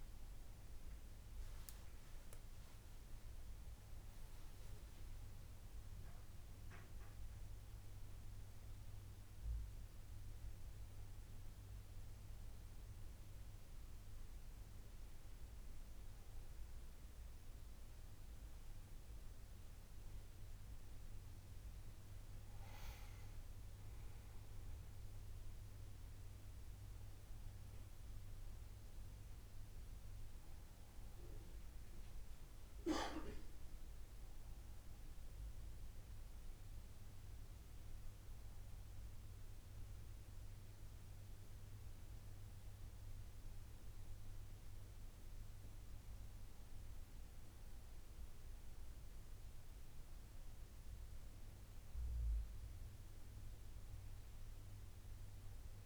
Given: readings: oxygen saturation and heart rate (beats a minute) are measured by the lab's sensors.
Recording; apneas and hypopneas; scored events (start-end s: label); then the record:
breathing in sleep, hard to hear, by a room microphone; none
none scored
From the record:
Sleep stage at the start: N2 (light sleep); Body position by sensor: on the back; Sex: male